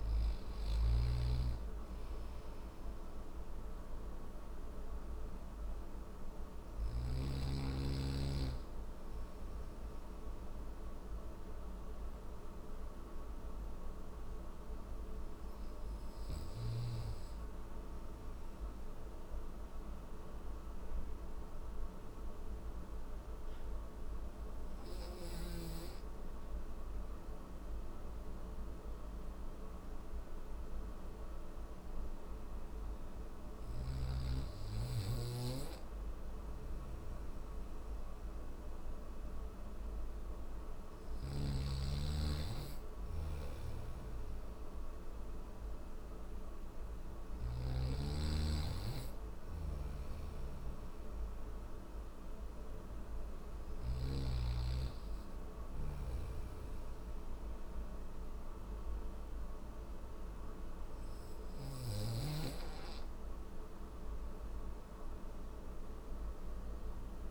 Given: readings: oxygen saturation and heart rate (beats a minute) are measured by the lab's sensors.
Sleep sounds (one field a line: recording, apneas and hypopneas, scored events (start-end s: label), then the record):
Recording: breathing in sleep by a room microphone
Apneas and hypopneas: none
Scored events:
40.00-46.50 s: snoring (device-marked)
48.50-53.00 s: snoring (device-marked)
From the record:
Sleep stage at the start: N3 (deep sleep)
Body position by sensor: on the back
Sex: male